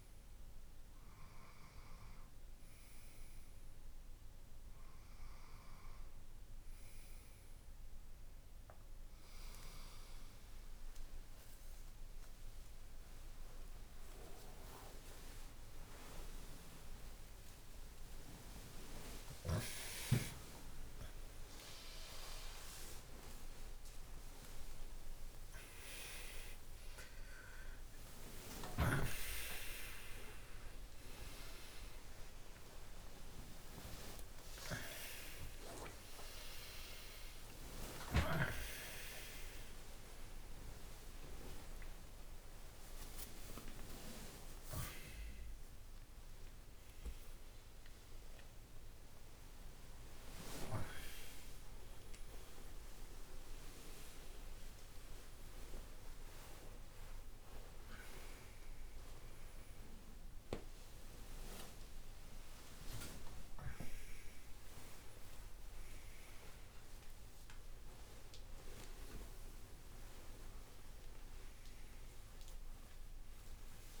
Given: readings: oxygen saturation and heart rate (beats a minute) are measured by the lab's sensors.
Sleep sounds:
a person awake in a sleep study, by a room microphone; none
9.50-11.50 s: long interval between heartbeats (device-marked, heart rate 59 before, 68 extreme)
15.00-74.00 s: new sleep stage, awake
29.00-62.00 s: tachycardia (device-marked, heart rate 54 before, 189 extreme)
31.00-33.00 s: long interval between heartbeats (device-marked, heart rate 77 before, 93 extreme)
33.00-45.00 s: oxygen desaturation (device-marked, oxygen 96% before, 92% lowest, heart rate 78 before, 79 extreme)
33.50-35.50 s: long interval between heartbeats (device-marked, heart rate 78 before, 131 extreme)
36.00-38.00 s: long interval between heartbeats (device-marked, heart rate 85 before, 130 extreme)
40.00-42.00 s: long interval between heartbeats (device-marked, heart rate 97 before, 123 extreme)
44.50-46.50 s: long interval between heartbeats (device-marked, heart rate 111 before, 179 extreme)
46.50-48.50 s: long interval between heartbeats (device-marked, heart rate 121 before, 185 extreme)
51.00-53.00 s: long interval between heartbeats (device-marked, heart rate 148 before, 149 extreme)
55.50-57.50 s: long interval between heartbeats (device-marked, heart rate 153 before, 110 extreme)
58.00-60.00 s: long interval between heartbeats (device-marked, heart rate 150 before, 118 extreme)
61.00-63.00 s: long interval between heartbeats (device-marked, heart rate 151 before, 136 extreme)
72.00-74.00 s: tachycardia (device-marked, heart rate 61 before, 116 extreme)
From the record:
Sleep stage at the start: N2 (light sleep); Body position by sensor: on the back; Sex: male

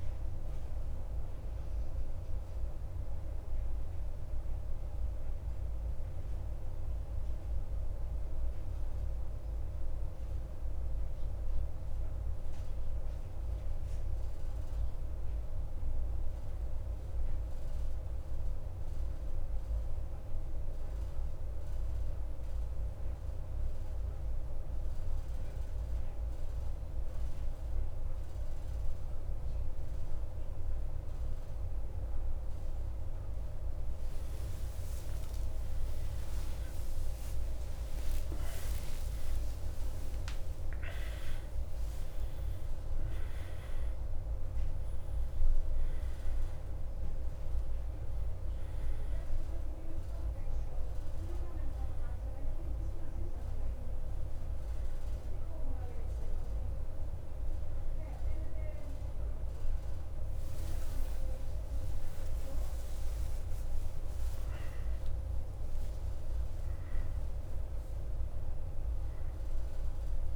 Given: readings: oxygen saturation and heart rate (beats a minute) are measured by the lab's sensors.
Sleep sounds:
a person partly awake in a sleep study, hard to hear, by a room microphone; 1
0.00-4.00 s: arousal
0.00-7.00 s: oxygen desaturation (device-marked, oxygen 90% lowest, heart rate 46 extreme)
6.50-24.00 s: central apnea (oxygen 94% before, 90% lowest, heart rate 52 before, 53 extreme, up 2 after)
36.00-41.00 s: tachycardia (device-marked, heart rate 55 before, 140 extreme)
41.00-70.36 s: new sleep stage, awake
58.00-70.36 s: oxygen desaturation (device-marked, oxygen 93% before, 90% lowest, heart rate 81 before, 53 extreme)
From the record:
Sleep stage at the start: N2 (light sleep); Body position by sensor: on the back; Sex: male

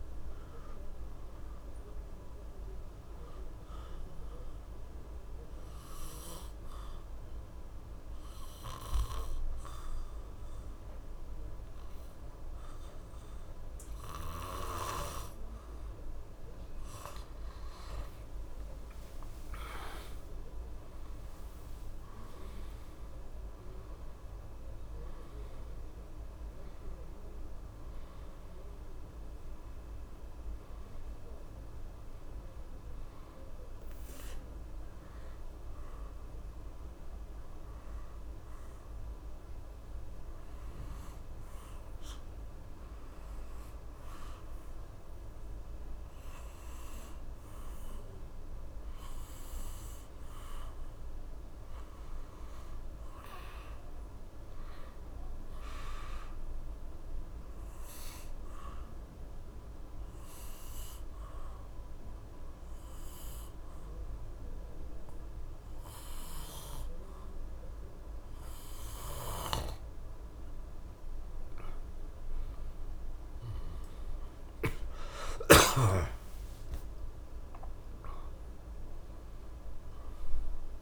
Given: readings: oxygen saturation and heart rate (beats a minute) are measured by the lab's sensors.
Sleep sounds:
breathing in sleep by a room microphone; 3
5.00-17.00 s: obstructive apnea (oxygen 96% before, 87% lowest, heart rate 68 before, 65 extreme)
18.00-23.00 s: arousal
23.50-41.50 s: oxygen desaturation (device-marked, oxygen 93% before, 87% lowest, heart rate 80 before, 65 extreme)
34.00-49.50 s: obstructive apnea (oxygen 94% before, 88% lowest, heart rate 105 before, 66 extreme, up 1 after)
51.00-54.00 s: arousal
58.50-72.00 s: obstructive apnea (oxygen 96% before, 90% lowest, heart rate 68 before, 65 extreme, up 53 after)
73.50-78.00 s: arousal
78.50-80.81 s: oxygen desaturation (device-marked, oxygen 94% before, 90% lowest, heart rate 76 before, 66 extreme)
From the record:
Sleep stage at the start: N2 (light sleep); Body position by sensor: on the back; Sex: male

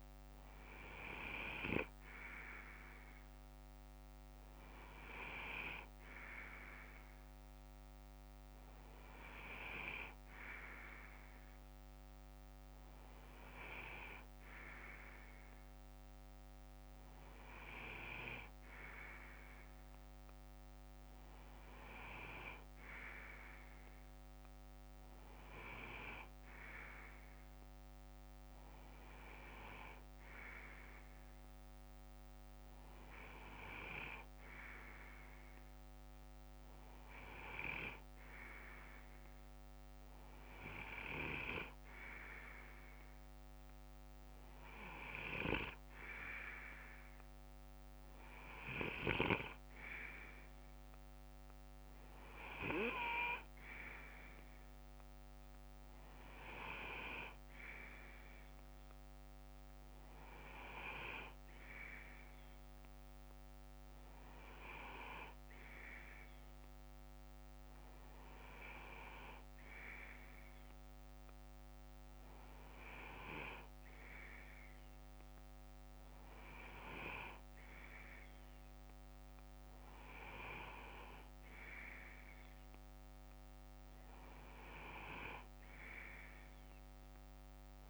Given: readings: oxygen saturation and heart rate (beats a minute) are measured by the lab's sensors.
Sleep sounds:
breathing in sleep by a microphone on the trachea; none
10.50-16.50 s: bradycardia (device-marked, heart rate 61 before, 49 extreme)
17.50-20.50 s: bradycardia (device-marked, heart rate 60 before, 49 extreme)
33.50-36.50 s: bradycardia (device-marked, heart rate 61 before, 60 extreme)
56.50-65.50 s: bradycardia (device-marked, heart rate 61 before, 58 extreme)
72.50-75.50 s: bradycardia (device-marked, heart rate 61 before, 60 extreme)
From the record:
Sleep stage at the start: N2 (light sleep); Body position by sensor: on the left side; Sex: male

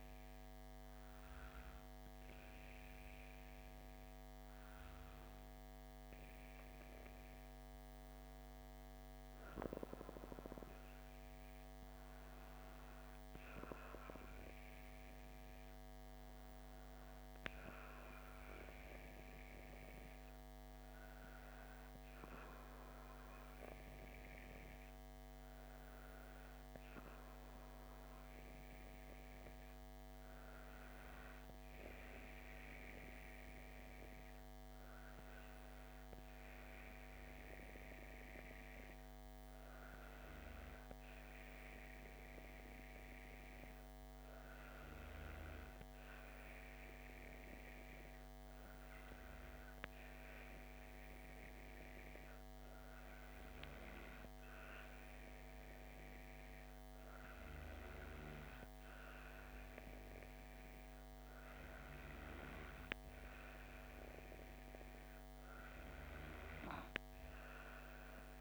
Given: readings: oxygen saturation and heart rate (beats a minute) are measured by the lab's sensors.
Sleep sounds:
breathing in sleep by a microphone on the trachea; none
none scored
From the record:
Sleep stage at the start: N2 (light sleep); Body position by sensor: on the back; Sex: female

